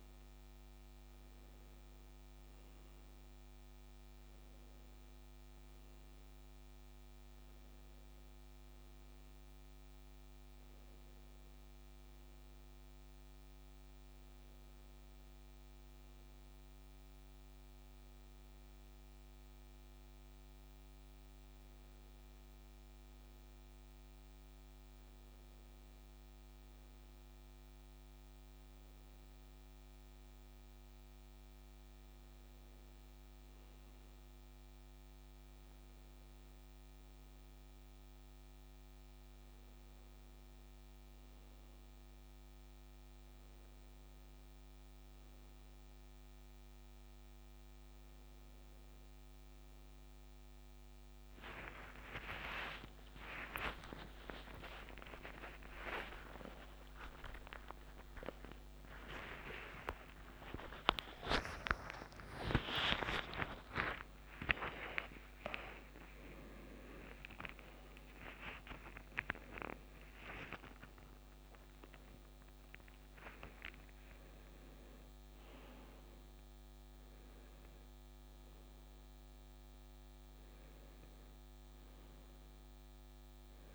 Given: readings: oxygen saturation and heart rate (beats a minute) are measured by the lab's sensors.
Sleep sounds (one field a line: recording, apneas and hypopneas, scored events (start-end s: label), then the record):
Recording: a person awake in a sleep study, by a microphone on the trachea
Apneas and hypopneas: none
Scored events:
none scored
From the record:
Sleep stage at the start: awake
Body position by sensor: on the left side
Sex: male